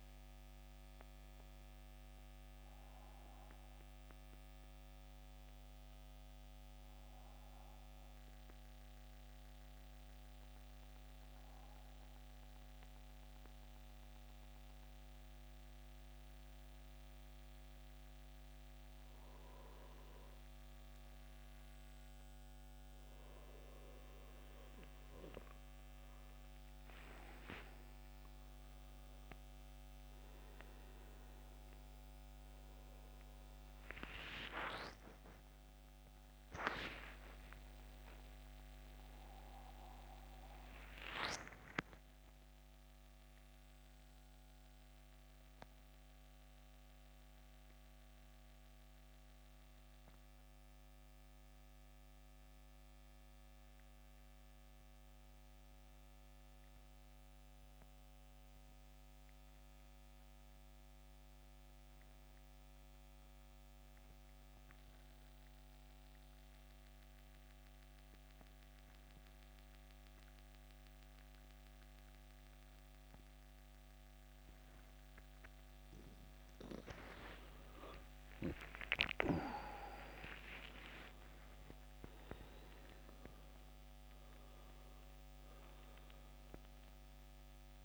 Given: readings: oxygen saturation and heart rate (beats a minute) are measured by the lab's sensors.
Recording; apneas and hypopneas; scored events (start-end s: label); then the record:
breathing in sleep by a microphone on the trachea; 2
0.00-1.50 s: oxygen desaturation (device-marked, oxygen 86% lowest, heart rate 68 extreme)
0.50-4.50 s: arousal
9.00-26.00 s: hypopnea (oxygen 93% before, 88% lowest, heart rate 84 before, 68 extreme, up 14 after)
25.50-41.50 s: oxygen desaturation (device-marked, oxygen 95% before, 88% lowest, heart rate 71 before, 66 extreme)
27.50-31.50 s: arousal
53.50-75.00 s: mixed apnea (oxygen 93% before, 83% lowest, heart rate 76 before, 66 extreme, up 15 after)
71.50-87.85 s: oxygen desaturation (device-marked, oxygen 95% before, 83% lowest, heart rate 68 before, 67 extreme)
76.50-81.00 s: arousal
From the record:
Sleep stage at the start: N2 (light sleep); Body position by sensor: on the back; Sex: male